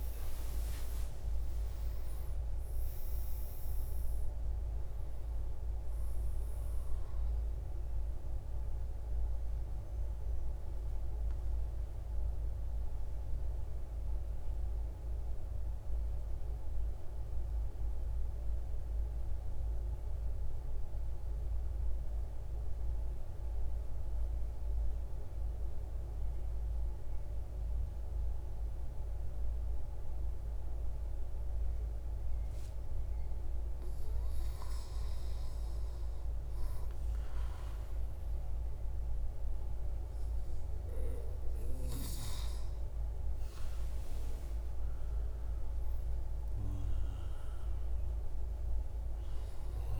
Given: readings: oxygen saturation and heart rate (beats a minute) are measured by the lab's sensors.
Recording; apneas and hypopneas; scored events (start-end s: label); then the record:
breathing in sleep, hard to hear, by a room microphone; 1
0.00-14.50 s: oxygen desaturation (device-marked, oxygen 89% lowest, heart rate 113 extreme)
7.50-33.50 s: central apnea (oxygen 97% before, 90% lowest, heart rate 141 before, 77 extreme, up 36 after)
35.50-50.00 s: oxygen desaturation (device-marked, oxygen 99% before, 95% lowest, heart rate 132 before, 72 extreme)
37.00-41.50 s: arousal
From the record:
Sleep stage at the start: N2 (light sleep); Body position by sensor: on the right side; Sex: male